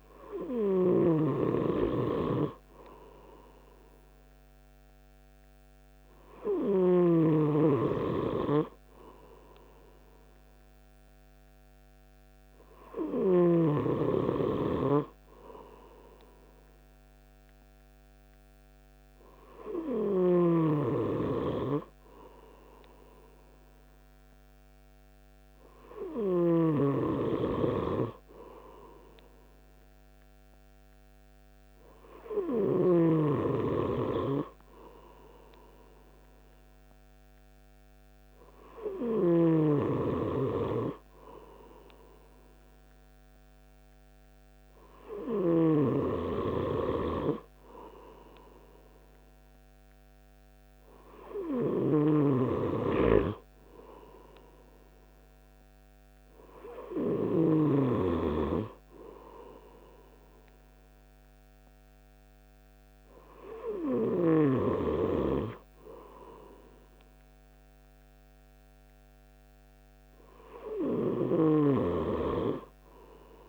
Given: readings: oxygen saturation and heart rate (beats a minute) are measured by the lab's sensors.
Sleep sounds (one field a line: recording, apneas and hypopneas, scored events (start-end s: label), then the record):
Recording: breathing in sleep by a microphone on the trachea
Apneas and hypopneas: none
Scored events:
0.00-7.50 s: snoring (device-marked)
20.50-27.00 s: snoring (device-marked)
52.50-58.00 s: snoring (device-marked)
From the record:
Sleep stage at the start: N3 (deep sleep)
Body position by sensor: on the right side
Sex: male